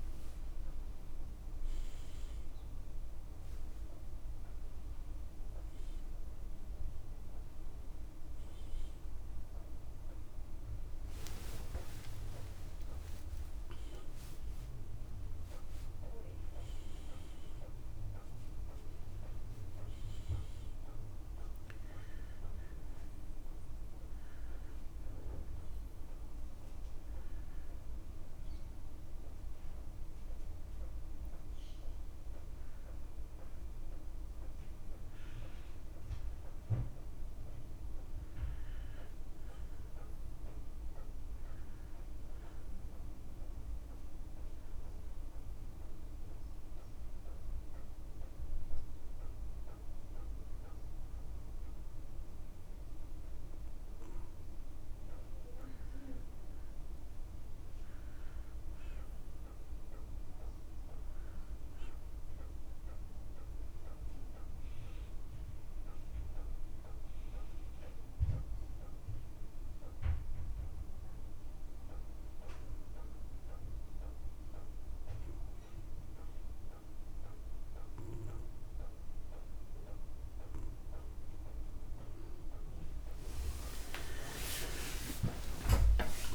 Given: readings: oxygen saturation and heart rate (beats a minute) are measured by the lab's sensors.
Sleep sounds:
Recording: a person partly awake in a sleep study, by a room microphone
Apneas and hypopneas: 2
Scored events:
1.00-3.00 s: long interval between heartbeats (device-marked, heart rate 61 before, 52 extreme)
2.50-29.50 s: oxygen desaturation (device-marked, oxygen 94% before, 87% lowest)
12.50-16.50 s: tachycardia (device-marked, heart rate 59 before, 118 extreme)
13.00-15.00 s: long interval between heartbeats (device-marked, heart rate 50 before, 35 extreme)
13.50-43.50 s: new sleep stage, N1 (lightest sleep)
15.00-17.00 s: long interval between heartbeats (device-marked, heart rate 48 before, 51 extreme)
20.50-22.50 s: long interval between heartbeats (device-marked, heart rate 59 before, 74 extreme)
41.00-44.50 s: arousal
43.50-73.50 s: new sleep stage, N2 (light sleep)
46.50-56.50 s: central apnea (oxygen 97% before, 90% lowest, heart rate 59 before, 56 extreme, up 3 after)
58.50-62.00 s: arousal
67.00-82.00 s: hypopnea (oxygen 97% before, 90% lowest, heart rate 57 before, 50 extreme, up 39 after)
73.50-86.35 s: new sleep stage, awake
84.50-86.35 s: long interval between heartbeats (device-marked, heart rate 58 before, 71 extreme)
From the record:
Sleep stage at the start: awake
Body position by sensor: on the back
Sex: male

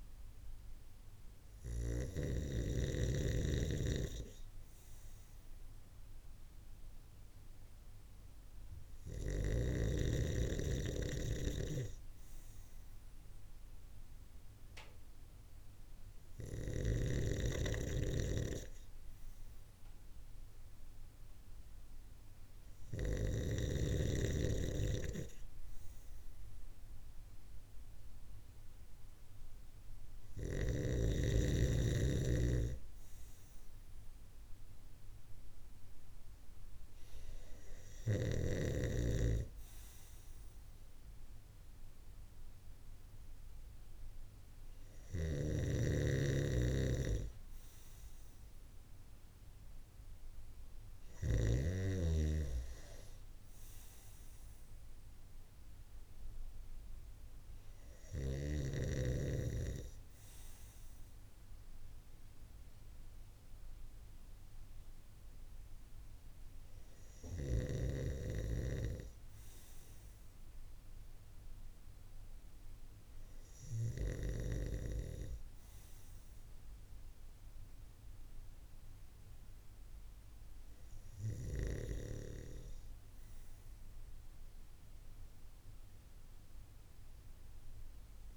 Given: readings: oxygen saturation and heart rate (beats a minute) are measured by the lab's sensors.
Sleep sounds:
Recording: breathing in sleep by a room microphone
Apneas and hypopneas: none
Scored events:
44.00-50.50 s: snoring (device-marked)
From the record:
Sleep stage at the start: N2 (light sleep)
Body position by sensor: on the right side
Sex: male

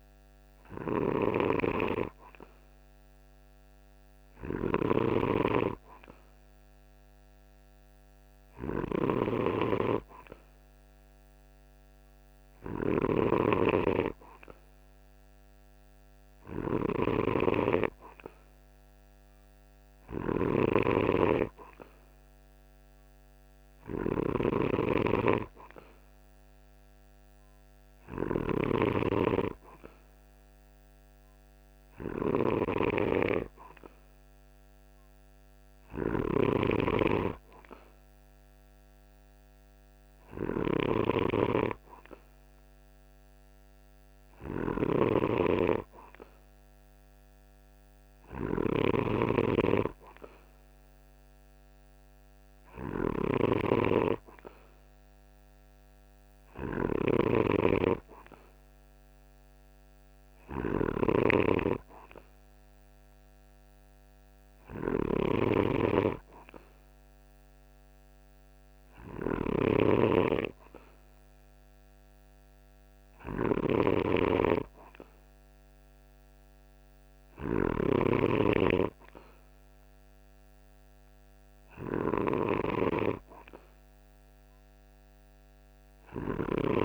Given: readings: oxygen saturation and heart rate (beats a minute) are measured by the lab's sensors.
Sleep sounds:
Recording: breathing in sleep by a microphone on the trachea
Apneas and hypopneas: none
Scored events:
0.00-86.85 s: snoring (device-marked)
From the record:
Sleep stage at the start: N2 (light sleep)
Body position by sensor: on the right side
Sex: male

